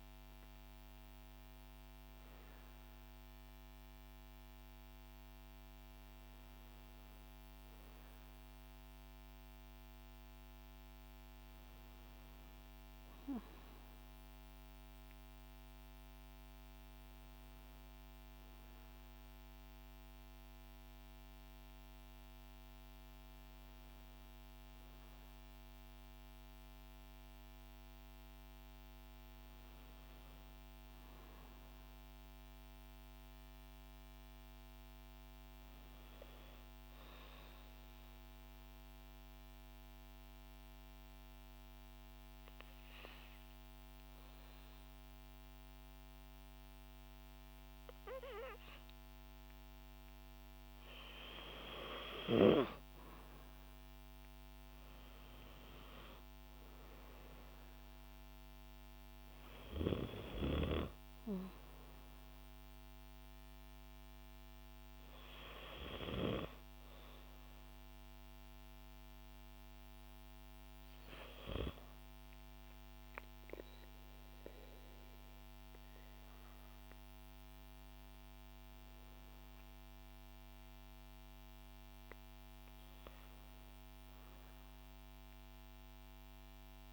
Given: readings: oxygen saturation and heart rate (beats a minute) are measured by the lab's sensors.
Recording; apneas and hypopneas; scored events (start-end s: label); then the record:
breathing in sleep by a microphone on the trachea; 1
37.50-50.00 s: obstructive apnea (oxygen 96% before, 91% lowest, heart rate 62 before, 59 extreme, up 9 after)
50.50-74.50 s: oxygen desaturation (device-marked, oxygen 95% before, 91% lowest, heart rate 60 before, 58 extreme)
51.00-54.50 s: arousal
From the record:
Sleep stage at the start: N2 (light sleep); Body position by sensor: on the back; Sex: female